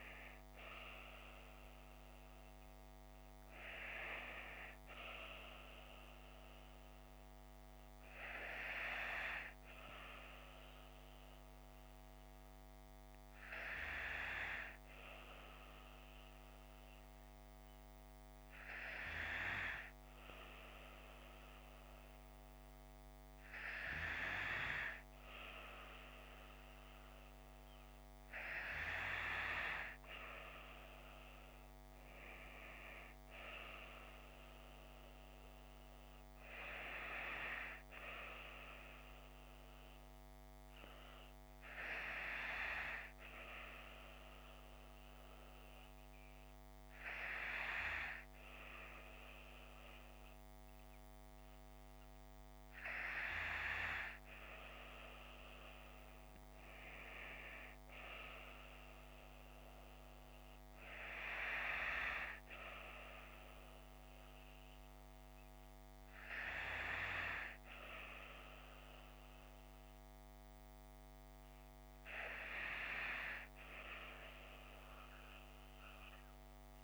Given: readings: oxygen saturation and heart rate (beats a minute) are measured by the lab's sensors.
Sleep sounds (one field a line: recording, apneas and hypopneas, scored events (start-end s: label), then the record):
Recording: breathing in sleep by a microphone on the trachea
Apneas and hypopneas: 2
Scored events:
0.00-4.00 s: arousal
10.50-24.00 s: hypopnea (oxygen 95% before, 94% lowest)
26.00-29.50 s: arousal
41.50-53.00 s: hypopnea (oxygen 96% before, 94% lowest)
55.50-59.00 s: arousal
From the record:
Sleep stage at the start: N2 (light sleep)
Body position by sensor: on the left side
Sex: female